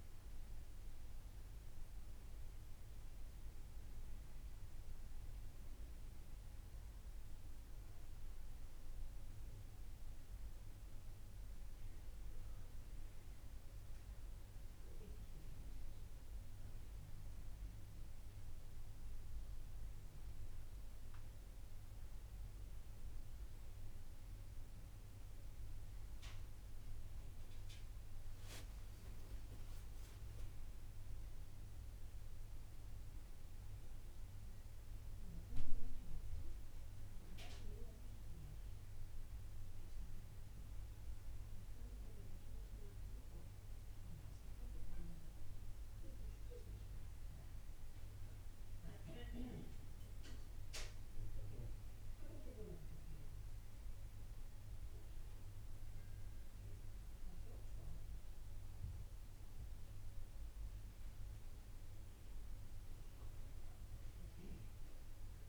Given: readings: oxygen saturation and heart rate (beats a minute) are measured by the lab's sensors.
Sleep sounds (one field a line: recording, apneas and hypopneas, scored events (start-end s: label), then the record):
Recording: a person awake in a sleep study, hard to hear, by a room microphone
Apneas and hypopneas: none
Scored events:
38.50-65.49 s: new sleep stage, N1 (lightest sleep)
From the record:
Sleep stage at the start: awake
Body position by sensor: on the back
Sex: male